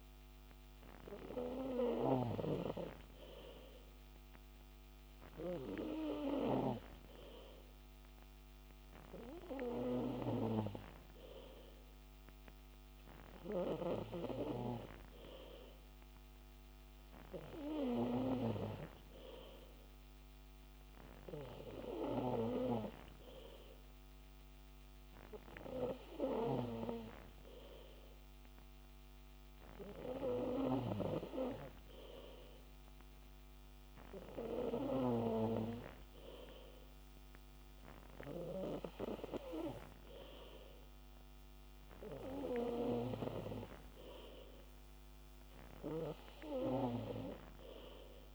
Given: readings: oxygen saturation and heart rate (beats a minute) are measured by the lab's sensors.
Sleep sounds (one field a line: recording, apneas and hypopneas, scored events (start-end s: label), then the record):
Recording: breathing in sleep by a microphone on the trachea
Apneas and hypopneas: none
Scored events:
none scored
From the record:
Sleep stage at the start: N3 (deep sleep)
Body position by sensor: on the back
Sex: male